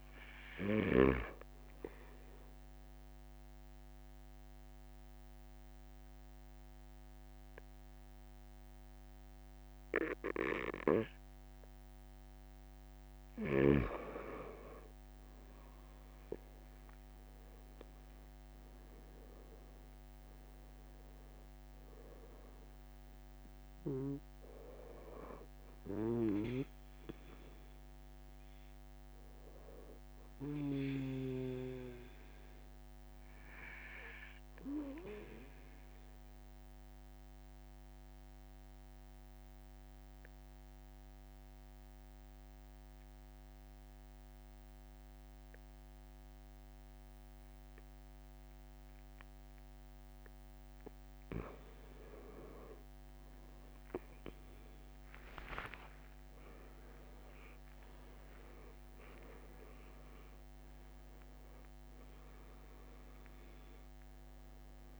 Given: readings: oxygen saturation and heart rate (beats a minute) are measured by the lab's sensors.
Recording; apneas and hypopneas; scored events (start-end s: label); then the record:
breathing in sleep by a microphone on the trachea; 2
0.00-1.00 s: snoring (device-marked)
0.00-1.50 s: long interval between heartbeats (device-marked, heart rate 34 extreme)
2.00-13.50 s: mixed apnea (oxygen 95% before, 93% lowest)
8.50-10.50 s: long interval between heartbeats (device-marked)
12.00-14.00 s: long interval between heartbeats (device-marked, heart rate 34 before, 38 extreme)
16.00-20.50 s: arousal
32.50-51.00 s: obstructive apnea (oxygen 95% before, 93% lowest)
51.50-53.50 s: long interval between heartbeats (device-marked, heart rate 32 before, 38 extreme)
55.50-60.00 s: arousal
59.50-61.50 s: long interval between heartbeats (device-marked, heart rate 42 before, 45 extreme)
61.00-64.99 s: new sleep stage, N1 (lightest sleep)
From the record:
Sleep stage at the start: N2 (light sleep); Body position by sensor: on the right side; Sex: male